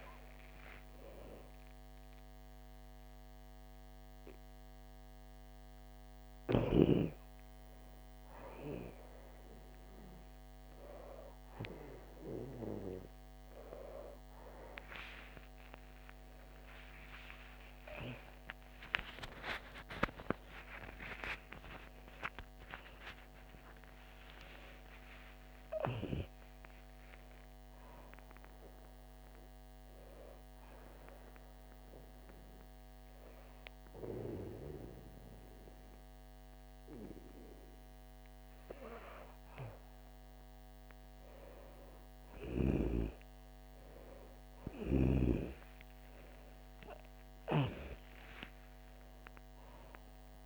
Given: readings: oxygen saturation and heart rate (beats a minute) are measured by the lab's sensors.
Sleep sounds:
a person awake in a sleep study, by a microphone on the trachea; none
42.50-50.46 s: new sleep stage, N1 (lightest sleep)
From the record:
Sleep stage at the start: awake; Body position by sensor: on the back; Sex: female

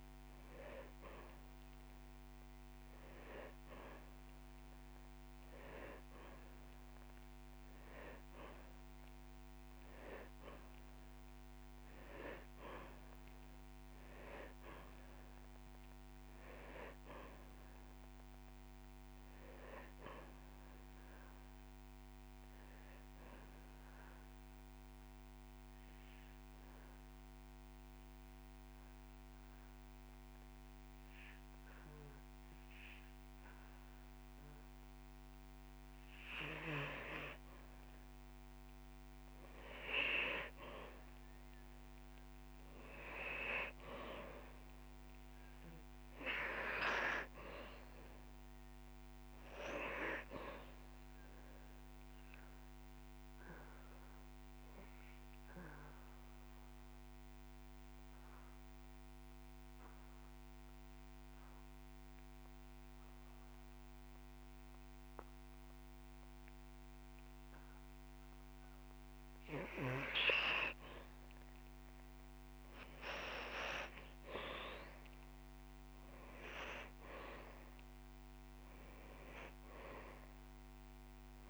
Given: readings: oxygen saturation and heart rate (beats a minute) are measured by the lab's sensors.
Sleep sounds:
breathing in sleep by a microphone on the trachea; 2
0.00-11.50 s: oxygen desaturation (device-marked, oxygen 94% lowest)
6.00-8.00 s: long interval between heartbeats (device-marked)
12.00-15.50 s: arousal
23.00-35.50 s: obstructive apnea (oxygen 98% before, 91% lowest)
24.50-26.50 s: long interval between heartbeats (device-marked)
38.00-41.00 s: arousal
46.50-67.50 s: oxygen desaturation (device-marked, oxygen 97% before, 91% lowest)
52.00-69.00 s: obstructive apnea (oxygen 98% before, 91% lowest)
72.00-76.00 s: arousal
73.00-75.00 s: long interval between heartbeats (device-marked)
80.50-81.50 s: oxygen desaturation (device-marked, oxygen 98% before, 92% lowest)
From the record:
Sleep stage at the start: N2 (light sleep); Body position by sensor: on the back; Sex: male

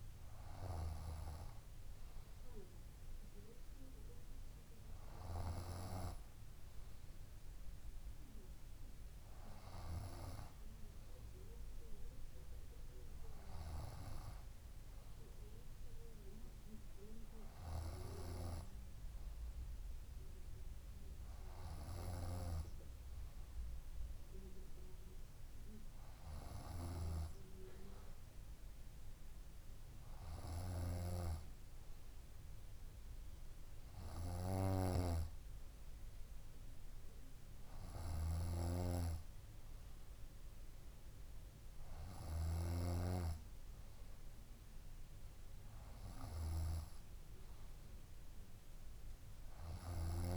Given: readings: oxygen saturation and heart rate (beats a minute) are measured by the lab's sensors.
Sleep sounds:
breathing in sleep by a room microphone; none
9.00-15.00 s: bradycardia (device-marked, heart rate 71 before, 58 extreme)
From the record:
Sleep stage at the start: N2 (light sleep); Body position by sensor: on the front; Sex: female

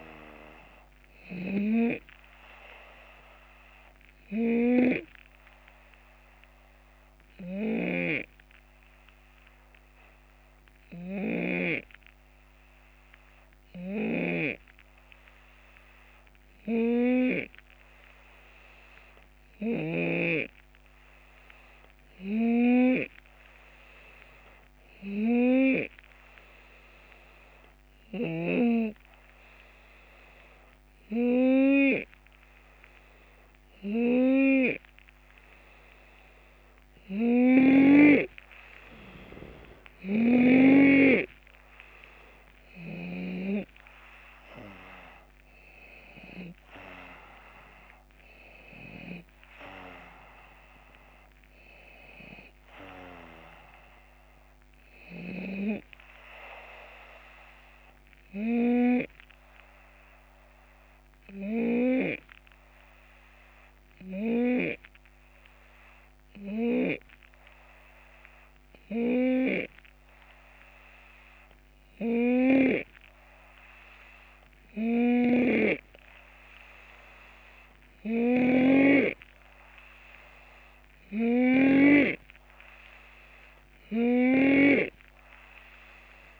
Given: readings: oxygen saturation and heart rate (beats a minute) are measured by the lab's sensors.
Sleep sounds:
breathing in sleep by a microphone on the trachea; 2
0.00-1.50 s: snoring (device-marked)
0.00-2.00 s: drop in pulse transit time (device-marked, heart rate 77 extreme)
4.50-35.50 s: hypopnea (oxygen 94% before, 90% lowest, heart rate 77 before, 70 extreme, up 6 after)
7.50-11.50 s: snoring (device-marked)
13.50-20.00 s: snoring (device-marked)
30.00-41.00 s: oxygen desaturation (device-marked, oxygen 94% before, 91% lowest, heart rate 73 before, 72 extreme)
43.00-48.00 s: arousal
43.00-56.00 s: drop in pulse transit time (device-marked, heart rate 73 before, 76 extreme)
59.00-82.00 s: hypopnea (oxygen 92% before, 90% lowest, heart rate 76 before, 72 extreme, up 3 after)
75.00-79.00 s: snoring (device-marked)
81.00-84.50 s: snoring (device-marked)
84.00-86.40 s: arousal
From the record:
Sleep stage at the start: N2 (light sleep); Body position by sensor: on the left side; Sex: male

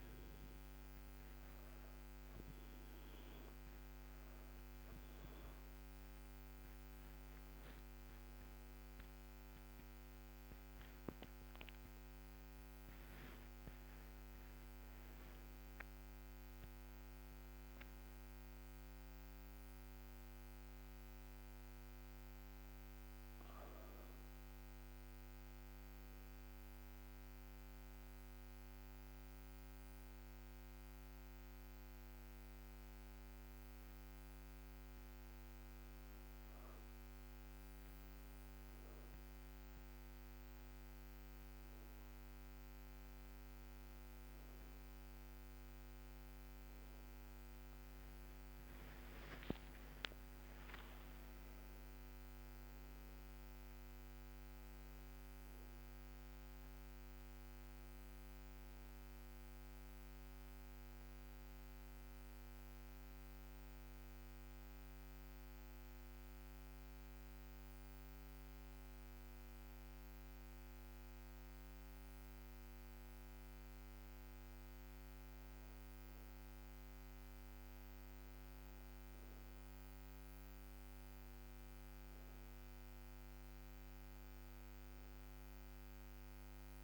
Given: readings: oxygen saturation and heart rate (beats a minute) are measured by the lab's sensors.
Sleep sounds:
breathing in sleep, hard to hear, by a microphone on the trachea; 2
22.00-32.00 s: hypopnea (oxygen 98% before, 94% lowest, heart rate 80 before, 72 extreme, up 3 after)
37.50-42.00 s: arousal
46.50-76.50 s: new sleep stage, N1 (lightest sleep)
48.50-53.00 s: arousal
62.00-74.00 s: obstructive apnea (oxygen 98% before, 94% lowest, heart rate 99 before, 70 extreme, up 10 after)
76.50-86.84 s: new sleep stage, awake
79.50-86.84 s: oxygen desaturation (device-marked, oxygen 98% before, 94% lowest, heart rate 88 before, 69 extreme)
From the record:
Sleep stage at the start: N2 (light sleep); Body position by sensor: on the back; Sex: female

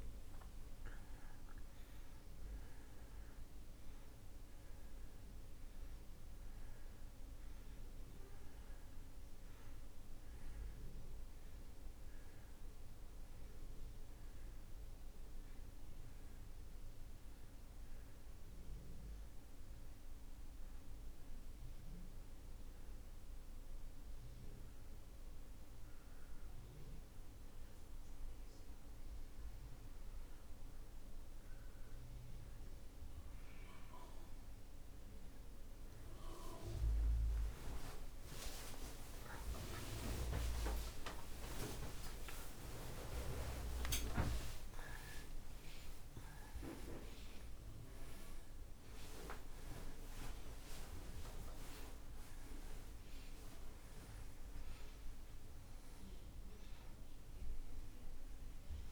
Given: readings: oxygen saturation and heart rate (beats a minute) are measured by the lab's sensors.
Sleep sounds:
a person partly awake in a sleep study, by a room microphone; 1
0.00-22.50 s: oxygen desaturation (device-marked, oxygen 85% lowest)
22.50-32.50 s: obstructive apnea (oxygen 94% before, 91% lowest)
38.50-58.92 s: new sleep stage, awake
41.50-46.50 s: oxygen desaturation (device-marked, oxygen 95% before, 92% lowest)
From the record:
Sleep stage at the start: N2 (light sleep); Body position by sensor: on the back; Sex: male

